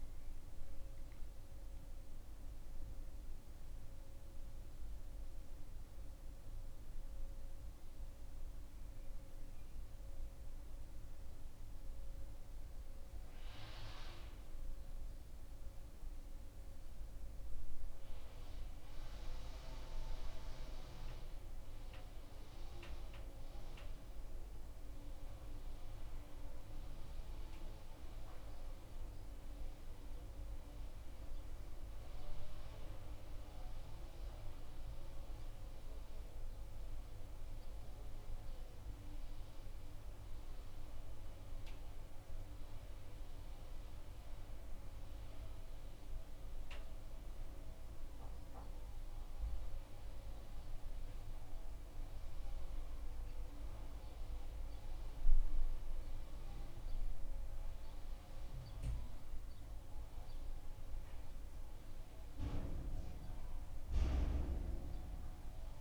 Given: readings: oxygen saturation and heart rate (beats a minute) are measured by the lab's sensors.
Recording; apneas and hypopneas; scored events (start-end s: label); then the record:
a person awake in a sleep study, by a room microphone; none
none scored
From the record:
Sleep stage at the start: awake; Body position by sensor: on the back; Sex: male